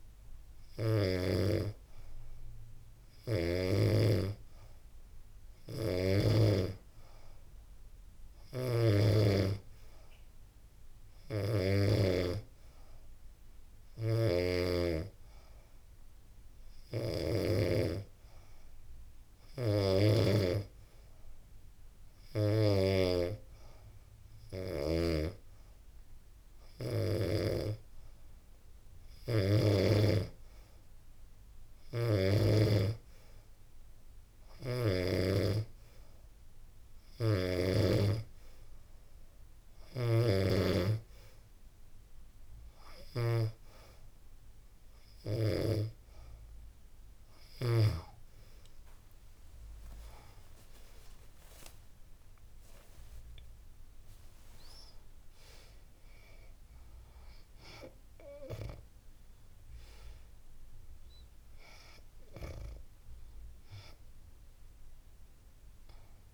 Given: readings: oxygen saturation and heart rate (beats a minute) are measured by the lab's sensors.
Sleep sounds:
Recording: breathing in sleep by a room microphone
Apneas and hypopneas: none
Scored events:
39.00-66.34 s: new sleep stage, N2 (light sleep)
49.50-53.50 s: arousal
From the record:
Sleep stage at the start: N3 (deep sleep)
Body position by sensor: on the back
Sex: female

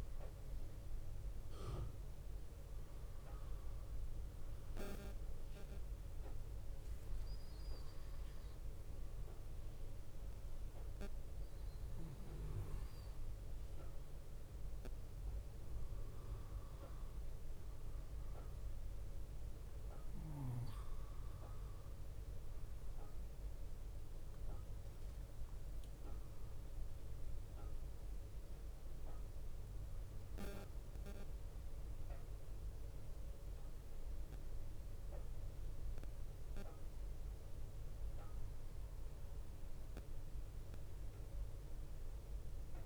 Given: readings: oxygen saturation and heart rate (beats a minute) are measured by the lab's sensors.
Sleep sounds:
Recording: breathing in sleep by a room microphone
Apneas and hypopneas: 1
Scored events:
3.50-21.00 s: hypopnea (oxygen 93% before, 90% lowest)
23.50-28.50 s: arousal
From the record:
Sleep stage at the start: N2 (light sleep)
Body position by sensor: on the right side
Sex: male

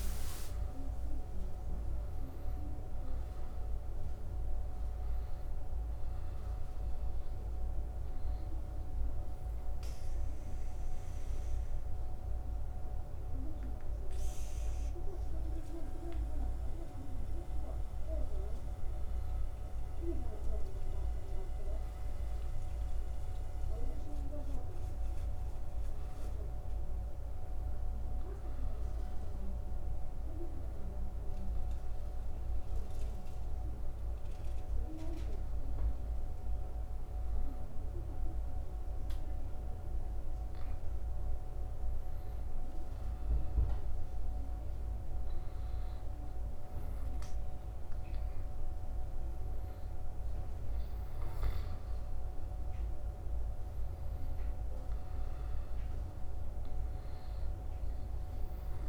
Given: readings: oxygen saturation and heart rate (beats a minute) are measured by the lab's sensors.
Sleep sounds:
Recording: breathing in sleep, hard to hear, by a room microphone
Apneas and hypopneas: 2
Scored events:
8.00-20.00 s: obstructive apnea (oxygen 96% before, 88% lowest, heart rate 82 before, 75 extreme, up 4 after)
21.50-25.50 s: arousal
22.50-39.50 s: oxygen desaturation (device-marked, oxygen 95% before, 88% lowest, heart rate 80 before, 75 extreme)
31.00-42.50 s: hypopnea (oxygen 95% before, 87% lowest, heart rate 78 before, 78 extreme, up 5 after)
49.00-53.00 s: arousal
From the record:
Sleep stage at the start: N2 (light sleep)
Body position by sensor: on the back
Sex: male

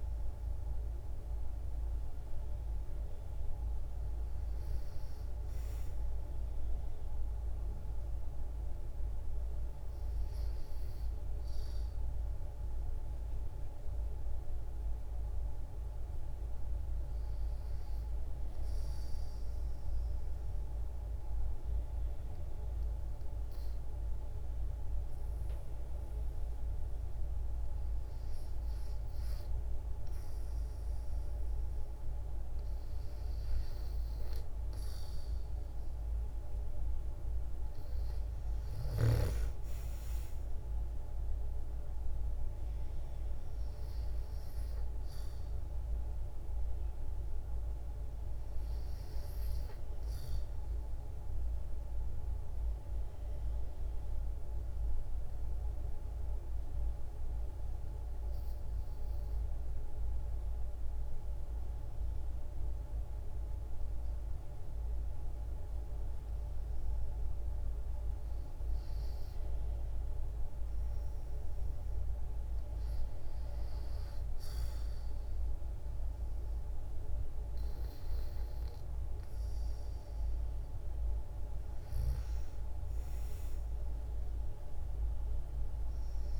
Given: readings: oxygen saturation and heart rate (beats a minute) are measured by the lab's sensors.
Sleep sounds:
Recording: breathing in sleep, hard to hear, by a room microphone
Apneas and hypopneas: 2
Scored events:
0.00-3.50 s: oxygen desaturation (device-marked, oxygen 90% lowest, heart rate 58 extreme)
18.00-31.50 s: hypopnea (oxygen 95% before, 90% lowest, heart rate 61 before, 58 extreme, up 2 after)
36.00-39.50 s: arousal
51.00-67.00 s: obstructive apnea (oxygen 95% before, 90% lowest, heart rate 63 before, 57 extreme, up 3 after)
68.50-86.40 s: oxygen desaturation (device-marked, oxygen 96% before, 90% lowest, heart rate 59 before, 57 extreme)
82.00-86.40 s: arousal
From the record:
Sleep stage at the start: N2 (light sleep)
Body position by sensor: on the back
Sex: female

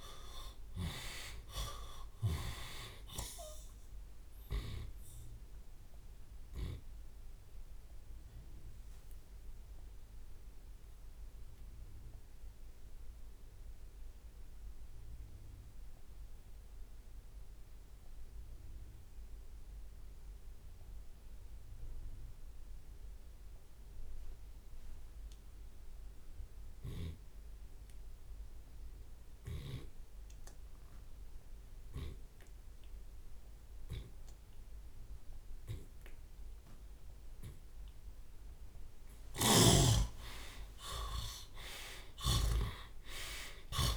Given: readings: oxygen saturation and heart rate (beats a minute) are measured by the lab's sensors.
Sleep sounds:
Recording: breathing in sleep by a room microphone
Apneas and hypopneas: 1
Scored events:
0.00-1.50 s: arousal
0.00-12.50 s: drop in pulse transit time (device-marked, heart rate 58 extreme)
5.00-7.00 s: long interval between heartbeats (device-marked, heart rate 77 before, 82 extreme)
8.00-39.00 s: obstructive apnea (oxygen 97% before, 74% lowest, heart rate 80 before, 54 extreme)
18.50-43.50 s: oxygen desaturation (device-marked, oxygen 95% before, 86% lowest, heart rate 69 before, 56 extreme)
23.00-25.00 s: long interval between heartbeats (device-marked, heart rate 64 before, 63 extreme)
25.00-27.00 s: long interval between heartbeats (device-marked, heart rate 63 before, 82 extreme)
30.50-32.50 s: long interval between heartbeats (device-marked, heart rate 64 before, 69 extreme)
32.50-34.50 s: long interval between heartbeats (device-marked, heart rate 66 before, 74 extreme)
36.50-43.97 s: tachycardia (device-marked, heart rate 78 before, 168 extreme)
40.00-42.00 s: long interval between heartbeats (device-marked, heart rate 73 before, 105 extreme)
40.00-43.97 s: arousal
41.50-43.97 s: drop in pulse transit time (device-marked, heart rate 79 before, 59 extreme)
42.50-43.97 s: long interval between heartbeats (device-marked, heart rate 83 before, 168 extreme)
From the record:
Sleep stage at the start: N2 (light sleep)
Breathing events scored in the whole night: 295 in 3.7 hours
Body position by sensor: on the left side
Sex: male

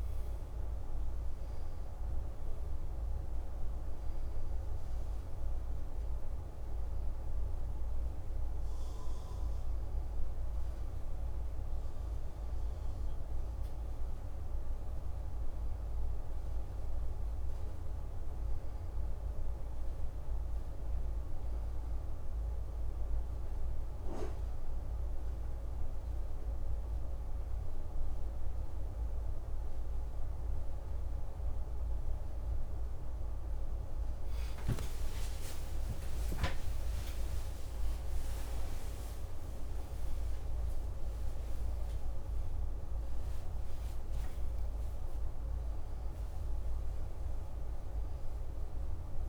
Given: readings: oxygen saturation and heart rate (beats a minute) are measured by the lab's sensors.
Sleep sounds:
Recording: breathing in sleep, hard to hear, by a room microphone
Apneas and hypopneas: none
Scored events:
34.50-42.50 s: arousal
From the record:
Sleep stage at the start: N1 (lightest sleep)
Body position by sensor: on the back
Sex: male

